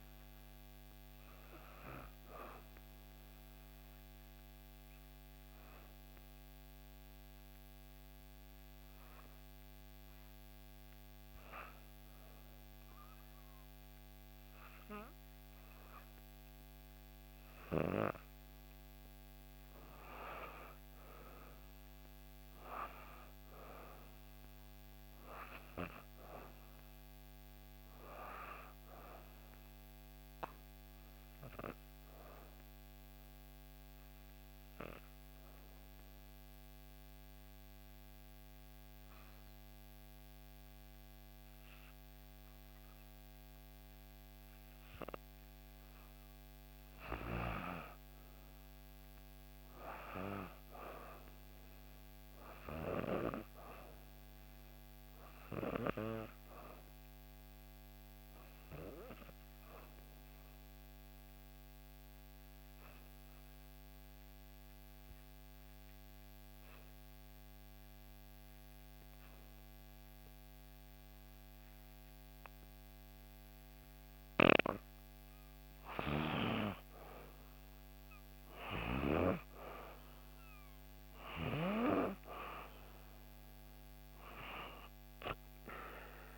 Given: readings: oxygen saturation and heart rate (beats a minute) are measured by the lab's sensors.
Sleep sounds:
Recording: breathing in sleep by a microphone on the trachea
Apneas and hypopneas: 3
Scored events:
3.50-16.50 s: obstructive apnea (oxygen 96% before, 92% lowest, heart rate 65 before, 62 extreme, up 5 after)
20.00-24.00 s: arousal
23.00-39.00 s: oxygen desaturation (device-marked, oxygen 96% before, 92% lowest, heart rate 63 before, 63 extreme)
31.50-45.00 s: obstructive apnea (oxygen 96% before, 89% lowest, heart rate 65 before, 63 extreme, up 3 after)
46.50-51.00 s: arousal
53.00-66.00 s: oxygen desaturation (device-marked, oxygen 97% before, 92% lowest, heart rate 64 before, 63 extreme)
59.00-74.00 s: obstructive apnea (oxygen 97% before, 89% lowest, heart rate 64 before, 63 extreme, up 3 after)
76.50-81.00 s: arousal
79.00-86.38 s: oxygen desaturation (device-marked, oxygen 95% before, 89% lowest, heart rate 63 before, 62 extreme)
From the record:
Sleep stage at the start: N2 (light sleep)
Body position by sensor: on the back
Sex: female

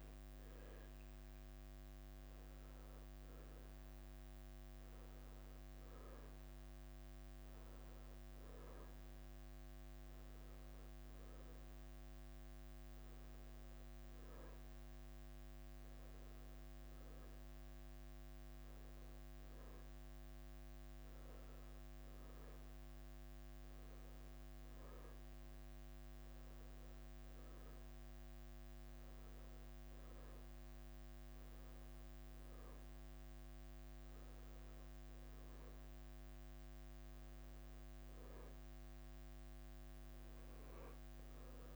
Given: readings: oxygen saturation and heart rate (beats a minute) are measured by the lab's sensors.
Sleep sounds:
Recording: breathing in sleep, hard to hear, by a microphone on the trachea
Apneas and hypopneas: none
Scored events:
none scored
From the record:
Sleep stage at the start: N1 (lightest sleep)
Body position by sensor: on the back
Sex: male

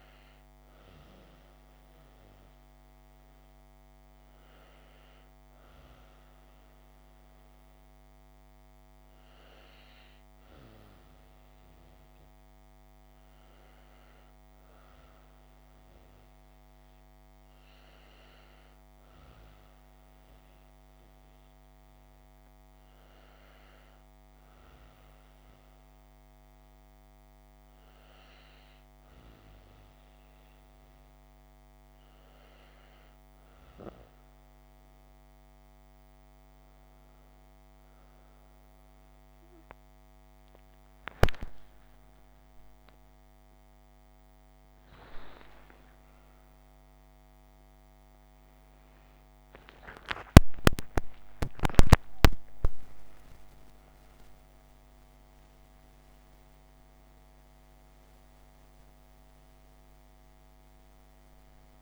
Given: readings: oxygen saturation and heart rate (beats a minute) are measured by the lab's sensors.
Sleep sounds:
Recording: a person partly awake in a sleep study, by a microphone on the trachea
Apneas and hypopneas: none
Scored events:
26.50-56.50 s: new sleep stage, awake
56.50-61.82 s: new sleep stage, N1 (lightest sleep)
From the record:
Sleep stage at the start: N2 (light sleep)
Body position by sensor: on the back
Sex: female

